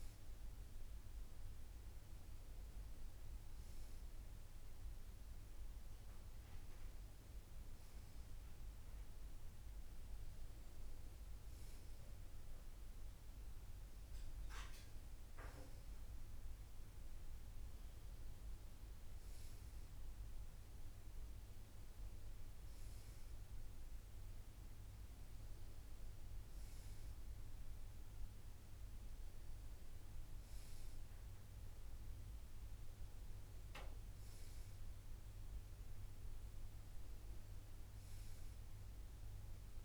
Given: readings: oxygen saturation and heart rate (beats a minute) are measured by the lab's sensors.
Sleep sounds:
breathing in sleep, hard to hear, by a room microphone; none
none scored
From the record:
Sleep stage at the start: N2 (light sleep); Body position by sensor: on the right side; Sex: male

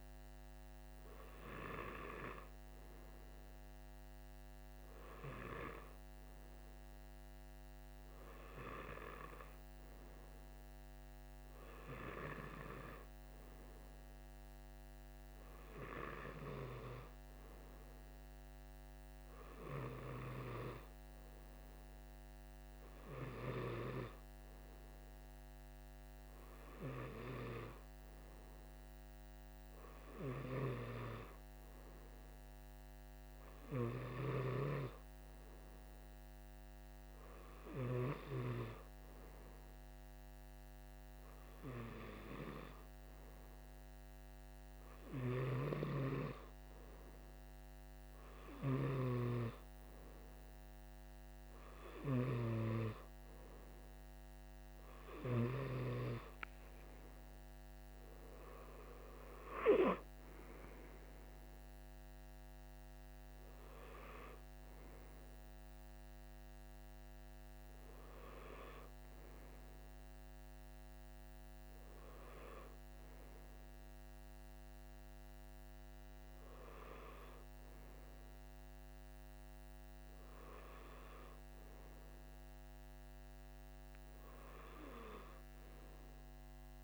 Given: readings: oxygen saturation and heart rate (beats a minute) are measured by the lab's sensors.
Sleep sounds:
breathing in sleep by a microphone on the trachea; none
57.50-62.00 s: arousal
From the record:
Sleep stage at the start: N2 (light sleep); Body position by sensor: on the right side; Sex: male

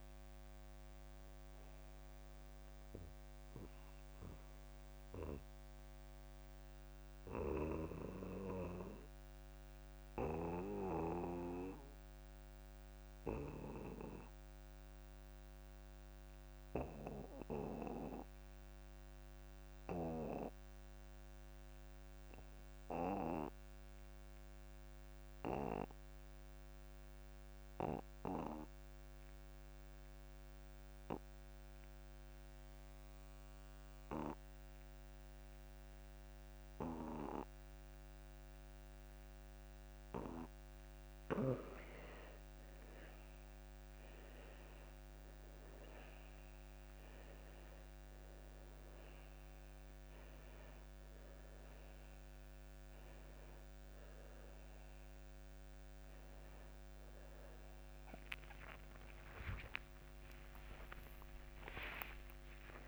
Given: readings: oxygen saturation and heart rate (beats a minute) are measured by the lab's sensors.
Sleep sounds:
breathing in sleep by a microphone on the trachea; 1
0.00-16.00 s: oxygen desaturation (device-marked, oxygen 87% lowest)
4.50-41.00 s: obstructive apnea (oxygen 99% before, 79% lowest)
34.00-62.88 s: oxygen desaturation (device-marked, oxygen 97% before, 79% lowest)
51.00-62.88 s: new sleep stage, awake
59.00-62.88 s: tachycardia (device-marked)
From the record:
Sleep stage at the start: N2 (light sleep); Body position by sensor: on the back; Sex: male

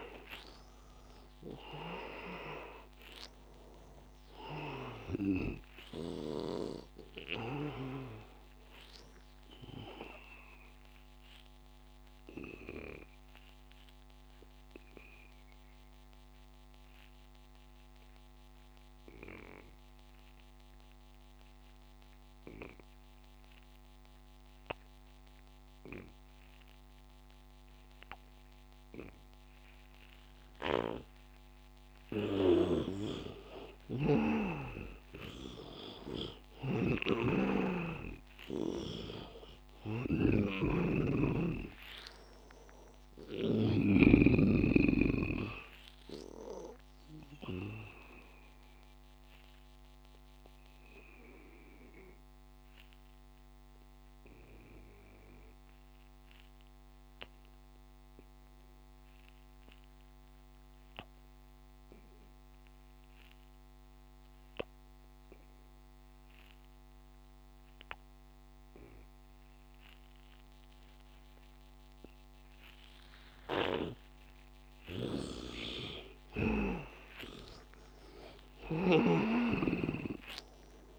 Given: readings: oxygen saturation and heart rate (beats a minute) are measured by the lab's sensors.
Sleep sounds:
breathing in sleep by a microphone on the trachea; 2
0.00-20.00 s: oxygen desaturation (device-marked, oxygen 80% lowest, heart rate 82 extreme)
10.50-31.50 s: obstructive apnea (oxygen 99% before, 80% lowest, heart rate 88 before, 85 extreme, up 11 after)
30.00-53.00 s: oxygen desaturation (device-marked, oxygen 100% before, 84% lowest, heart rate 92 before, 79 extreme)
30.50-34.50 s: snoring (device-marked)
34.00-37.00 s: arousal
36.50-44.00 s: snoring (device-marked)
49.00-74.50 s: obstructive apnea (oxygen 100% before, 79% lowest, heart rate 94 before, 79 extreme, up 17 after)
71.00-80.99 s: oxygen desaturation (device-marked, oxygen 98% before, 80% lowest, heart rate 85 before, 83 extreme)
73.50-77.00 s: snoring (device-marked)
76.50-80.99 s: arousal
79.00-80.99 s: snoring (device-marked)
From the record:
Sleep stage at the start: N2 (light sleep); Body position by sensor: on the back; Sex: male

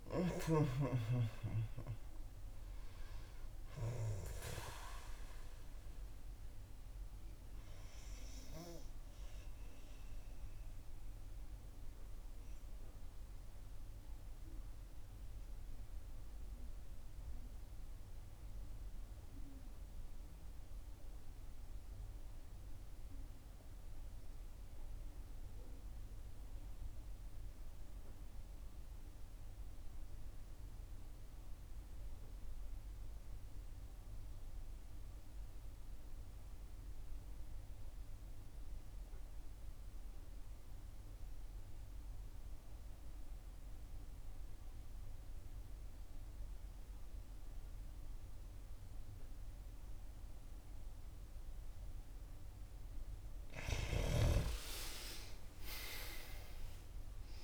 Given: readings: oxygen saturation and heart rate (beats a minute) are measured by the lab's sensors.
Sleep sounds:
breathing in sleep by a room microphone; 1
0.00-17.50 s: oxygen desaturation (device-marked, oxygen 79% lowest, heart rate 62 extreme)
11.00-52.50 s: obstructive apnea (oxygen 90% before, 78% lowest, heart rate 70 before, 59 extreme, up 12 after)
36.50-57.44 s: oxygen desaturation (device-marked, oxygen 96% before, 78% lowest, heart rate 65 before, 59 extreme)
50.00-52.00 s: long interval between heartbeats (device-marked, heart rate 64 before, 66 extreme)
54.50-57.44 s: arousal
From the record:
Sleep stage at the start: N2 (light sleep); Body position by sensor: on the back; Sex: female

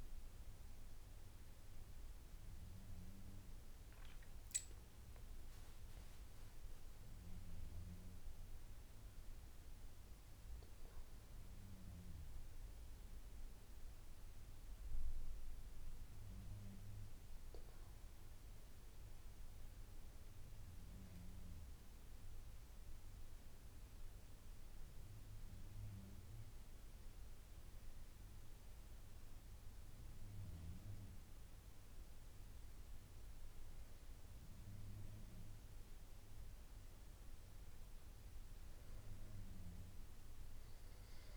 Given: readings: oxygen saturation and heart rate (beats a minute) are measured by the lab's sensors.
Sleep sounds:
a person partly awake in a sleep study, hard to hear, by a room microphone; 1
0.00-7.00 s: oxygen desaturation (device-marked, oxygen 85% lowest, heart rate 79 extreme)
16.00-41.37 s: new sleep stage, N1 (lightest sleep)
16.50-35.50 s: obstructive apnea (oxygen 98% before, 91% lowest, heart rate 84 before, 78 extreme, up 7 after)
31.00-41.37 s: oxygen desaturation (device-marked, oxygen 97% before, 92% lowest, heart rate 85 before, 71 extreme)
From the record:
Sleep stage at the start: awake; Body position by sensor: on the back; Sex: male

